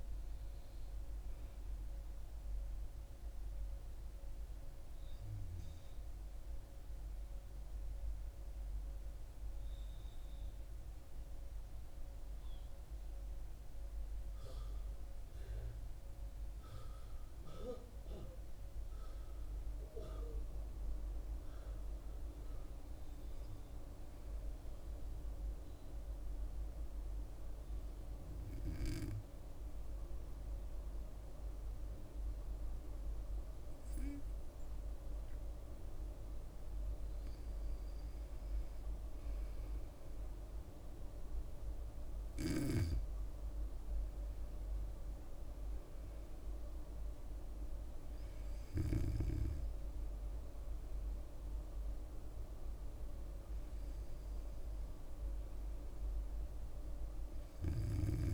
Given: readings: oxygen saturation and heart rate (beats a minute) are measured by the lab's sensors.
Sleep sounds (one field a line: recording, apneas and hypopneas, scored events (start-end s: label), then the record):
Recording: breathing in sleep by a room microphone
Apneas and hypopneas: 1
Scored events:
24.00-37.50 s: hypopnea (oxygen 100% before, 95% lowest, heart rate 66 before, 63 extreme, up 2 after)
38.00-58.33 s: oxygen desaturation (device-marked, oxygen 98% before, 95% lowest, heart rate 67 before, 62 extreme)
39.00-42.00 s: arousal
From the record:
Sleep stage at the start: N2 (light sleep)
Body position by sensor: on the back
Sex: female